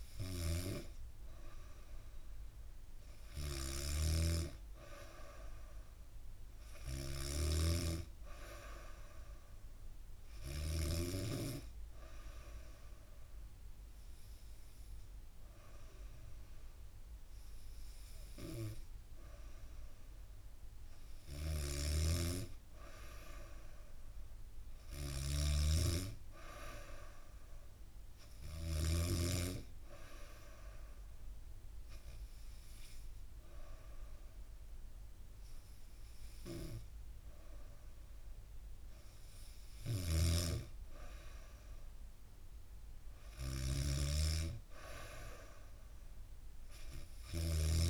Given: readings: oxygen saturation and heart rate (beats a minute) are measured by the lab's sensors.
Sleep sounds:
breathing in sleep by a room microphone; 2
0.00-10.50 s: snoring (device-marked)
10.50-21.50 s: hypopnea (oxygen 94% before, 92% lowest, heart rate 72 before, 68 extreme, up 3 after)
20.50-28.50 s: snoring (device-marked)
23.00-25.50 s: arousal
23.00-47.90 s: new sleep stage, N2 (light sleep)
29.50-39.50 s: hypopnea (oxygen 94% before, 92% lowest, heart rate 72 before, 68 extreme, up 1 after)
39.00-47.00 s: snoring (device-marked)
42.00-45.00 s: arousal
From the record:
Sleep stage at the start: N3 (deep sleep); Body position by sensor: on the back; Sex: female

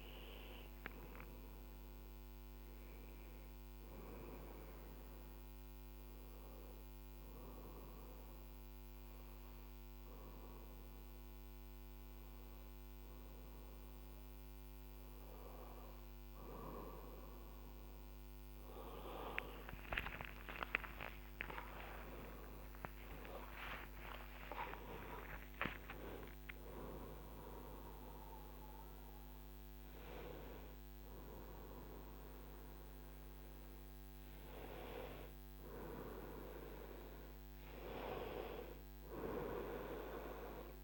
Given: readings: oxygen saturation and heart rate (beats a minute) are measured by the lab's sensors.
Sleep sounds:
breathing in sleep by a microphone on the trachea; none
19.00-24.00 s: arousal
From the record:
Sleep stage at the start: N1 (lightest sleep); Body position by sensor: on the back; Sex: female

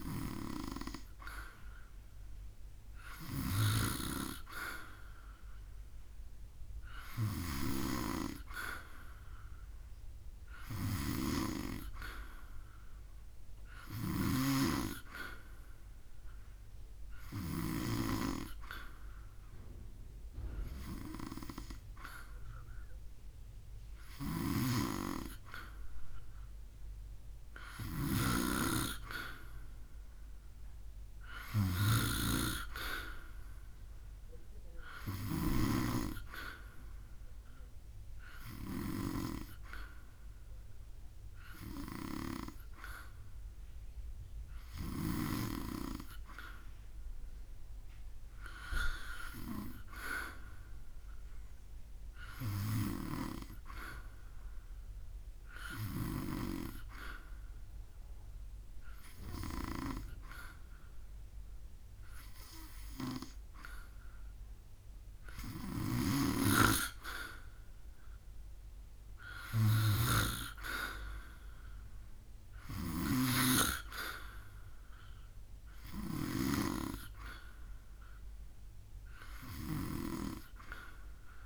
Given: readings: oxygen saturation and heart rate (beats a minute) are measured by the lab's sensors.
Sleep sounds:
breathing in sleep by a room microphone; 1
3.00-7.50 s: snoring (device-marked)
13.50-17.00 s: snoring (device-marked)
23.50-35.00 s: snoring (device-marked)
50.00-53.00 s: arousal
56.50-67.50 s: hypopnea (oxygen 93% before, 91% lowest, heart rate 74 before, 72 extreme, up 3 after)
65.00-81.46 s: snoring (device-marked)
71.00-74.50 s: arousal
From the record:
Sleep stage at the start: N2 (light sleep); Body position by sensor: on the back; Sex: male

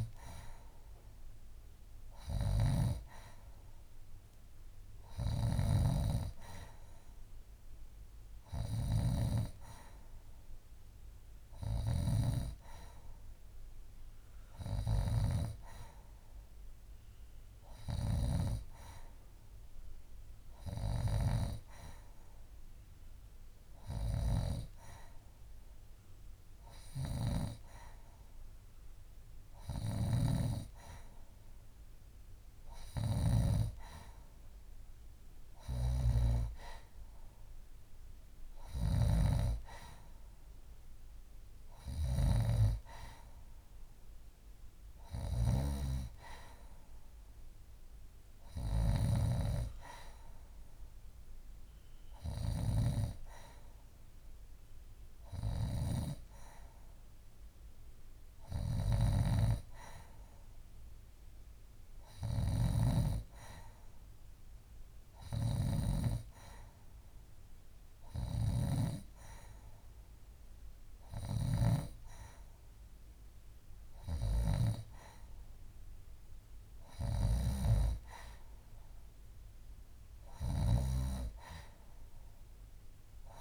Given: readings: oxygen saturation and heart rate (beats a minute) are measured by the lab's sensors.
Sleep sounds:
breathing in sleep by a room microphone; none
none scored
From the record:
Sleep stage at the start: N2 (light sleep); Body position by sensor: on the left side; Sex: female

